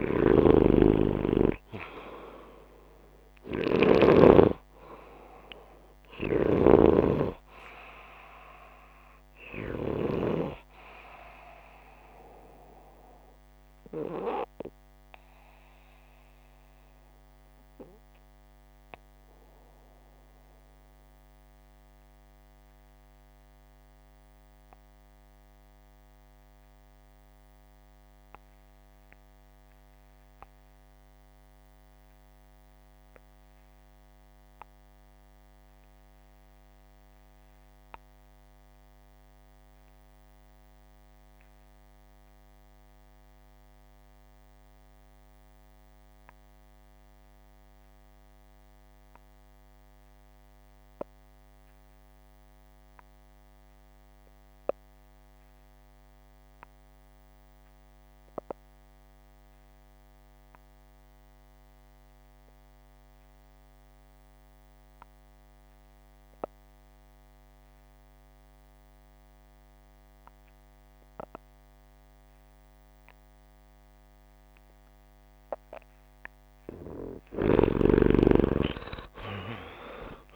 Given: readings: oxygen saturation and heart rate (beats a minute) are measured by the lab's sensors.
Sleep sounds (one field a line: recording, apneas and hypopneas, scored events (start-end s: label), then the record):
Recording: breathing in sleep by a microphone on the trachea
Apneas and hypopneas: 1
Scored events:
0.00-4.00 s: snoring (device-marked)
0.00-28.00 s: oxygen desaturation (device-marked, oxygen 85% lowest, heart rate 58 extreme)
13.50-76.00 s: obstructive apnea (oxygen 96% before, 76% lowest, heart rate 68 before, 58 extreme, up 10 after)
46.00-80.36 s: oxygen desaturation (device-marked, oxygen 95% before, 81% lowest, heart rate 64 before, 60 extreme)
77.00-80.36 s: snoring (device-marked)
78.00-80.36 s: arousal
From the record:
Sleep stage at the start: N2 (light sleep)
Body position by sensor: upright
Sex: male